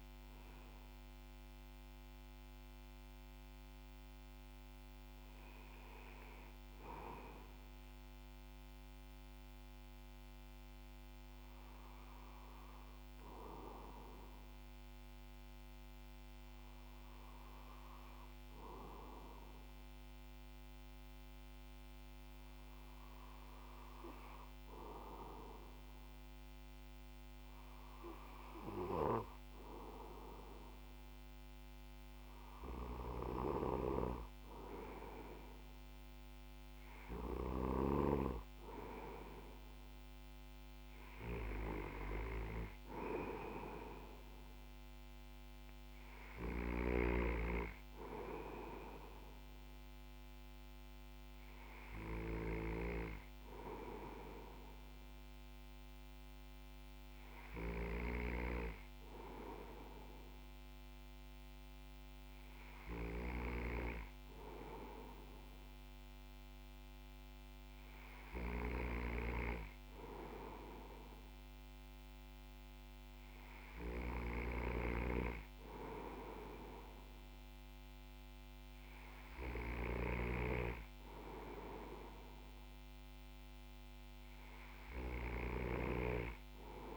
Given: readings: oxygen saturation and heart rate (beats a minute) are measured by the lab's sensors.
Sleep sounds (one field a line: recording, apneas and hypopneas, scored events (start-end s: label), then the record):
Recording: breathing in sleep by a microphone on the trachea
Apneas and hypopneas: none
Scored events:
57.50-86.97 s: snoring (device-marked)
From the record:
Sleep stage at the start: N2 (light sleep)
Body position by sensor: on the back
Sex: male